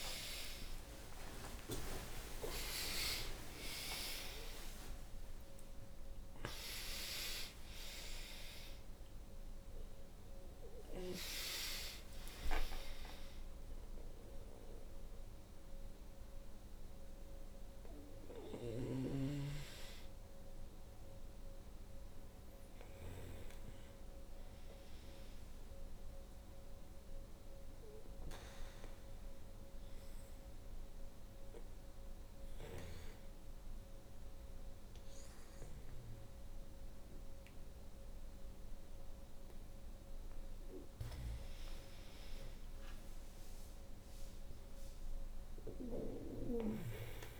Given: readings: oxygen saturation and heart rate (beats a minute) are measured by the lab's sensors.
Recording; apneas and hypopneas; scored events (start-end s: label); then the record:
breathing in sleep by a room microphone; 1
0.00-2.00 s: arousal
12.50-32.50 s: oxygen desaturation (device-marked, oxygen 95% before, 82% lowest, heart rate 133 before, 59 extreme)
29.00-39.50 s: obstructive apnea (oxygen 96% before, 82% lowest, heart rate 77 before, 62 extreme, up 10 after)
41.00-44.50 s: arousal
From the record:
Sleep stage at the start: N2 (light sleep); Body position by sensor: on the back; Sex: female